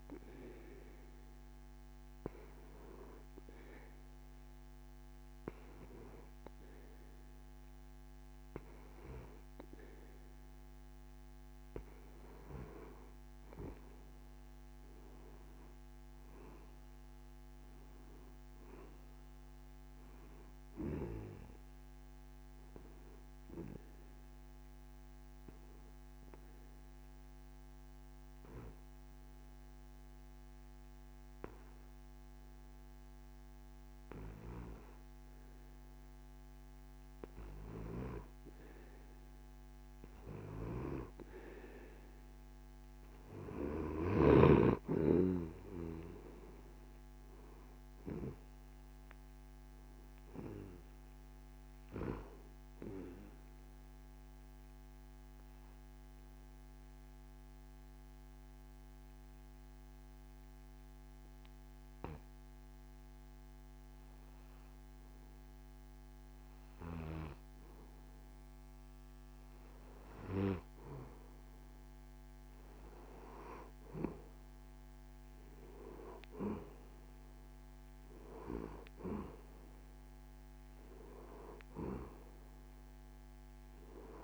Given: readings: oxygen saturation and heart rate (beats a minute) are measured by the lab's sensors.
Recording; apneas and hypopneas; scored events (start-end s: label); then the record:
breathing in sleep by a microphone on the trachea; 2
23.50-37.50 s: obstructive apnea (oxygen 93% before, 91% lowest)
41.00-45.00 s: arousal
53.00-67.00 s: obstructive apnea (oxygen 94% before, 91% lowest)
73.00-76.50 s: arousal
From the record:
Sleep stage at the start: N2 (light sleep); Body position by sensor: on the back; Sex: male